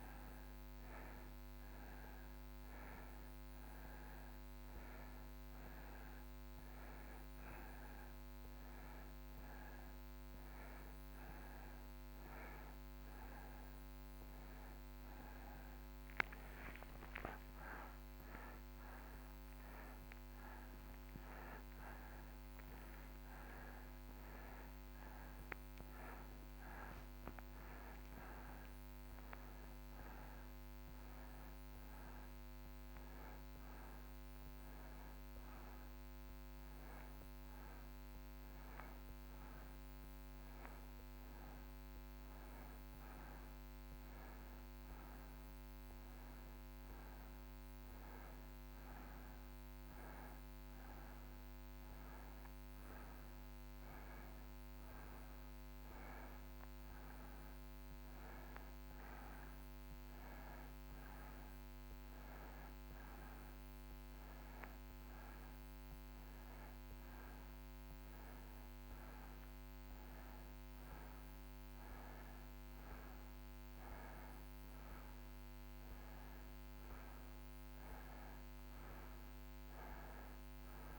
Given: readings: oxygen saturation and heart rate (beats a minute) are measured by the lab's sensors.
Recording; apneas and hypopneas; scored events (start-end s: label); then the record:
a person awake in a sleep study, hard to hear, by a microphone on the trachea; none
48.00-78.00 s: new sleep stage, N1 (lightest sleep)
78.00-80.98 s: new sleep stage, N2 (light sleep)
From the record:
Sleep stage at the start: awake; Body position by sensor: on the right side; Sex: male